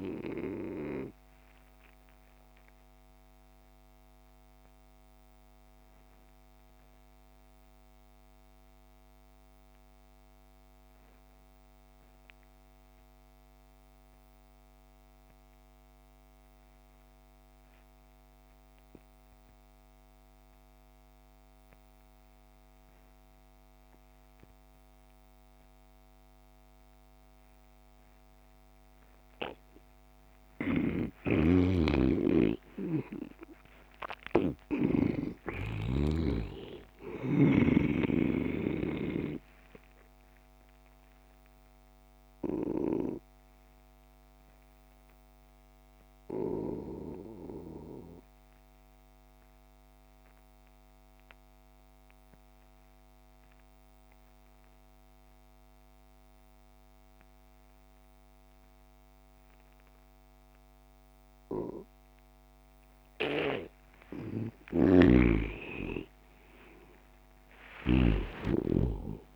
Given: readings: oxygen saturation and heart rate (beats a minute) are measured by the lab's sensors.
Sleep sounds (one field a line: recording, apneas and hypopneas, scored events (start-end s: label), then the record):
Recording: breathing in sleep by a microphone on the trachea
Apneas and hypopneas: 2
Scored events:
0.00-17.50 s: oxygen desaturation (device-marked, oxygen 83% lowest)
1.50-31.00 s: obstructive apnea (oxygen 99% before, 83% lowest)
31.50-36.50 s: snoring (device-marked)
32.00-37.00 s: arousal
34.50-59.50 s: oxygen desaturation (device-marked, oxygen 98% before, 85% lowest)
40.50-64.00 s: obstructive apnea (oxygen 99% before, 82% lowest)
65.00-68.50 s: snoring (device-marked)
65.00-69.36 s: arousal
From the record:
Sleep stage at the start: N2 (light sleep)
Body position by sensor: on the back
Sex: male